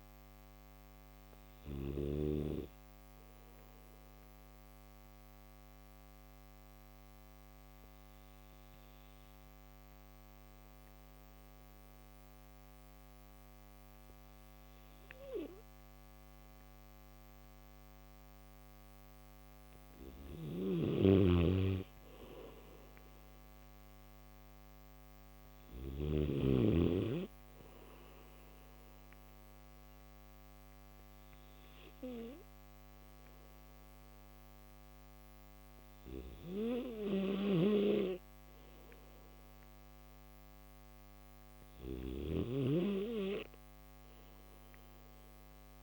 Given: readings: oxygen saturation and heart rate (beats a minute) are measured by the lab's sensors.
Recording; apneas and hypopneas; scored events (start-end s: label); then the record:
breathing in sleep by a microphone on the trachea; none
3.00-45.83 s: new sleep stage, N3 (deep sleep)
20.00-25.50 s: snoring (device-marked)
22.00-37.00 s: oxygen desaturation (device-marked, oxygen 98% before, 92% lowest, heart rate 73 before, 71 extreme)
37.00-45.83 s: snoring (device-marked)
From the record:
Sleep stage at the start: N2 (light sleep); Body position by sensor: on the back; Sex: male